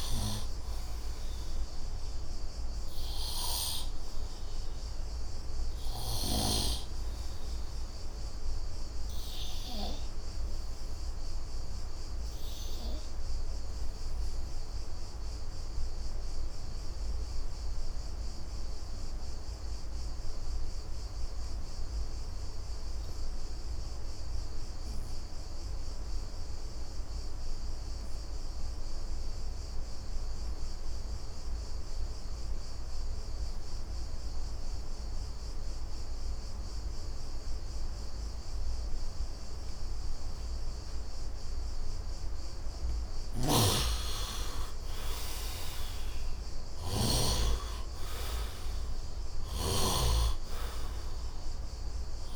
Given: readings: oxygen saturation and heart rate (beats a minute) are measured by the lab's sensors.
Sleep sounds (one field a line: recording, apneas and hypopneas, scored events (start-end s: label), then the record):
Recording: breathing in sleep by a room microphone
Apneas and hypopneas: 1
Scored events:
0.00-12.00 s: oxygen desaturation (device-marked, oxygen 77% lowest, heart rate 72 extreme)
4.50-43.50 s: obstructive apnea (oxygen 99% before, 68% lowest, heart rate 81 before, 70 extreme, up 20 after)
24.00-52.36 s: oxygen desaturation (device-marked, oxygen 99% before, 68% lowest, heart rate 75 before, 68 extreme)
43.00-47.00 s: snoring (device-marked)
45.00-49.50 s: arousal
49.00-52.36 s: snoring (device-marked)
From the record:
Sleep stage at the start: N2 (light sleep)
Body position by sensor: on the right side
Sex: male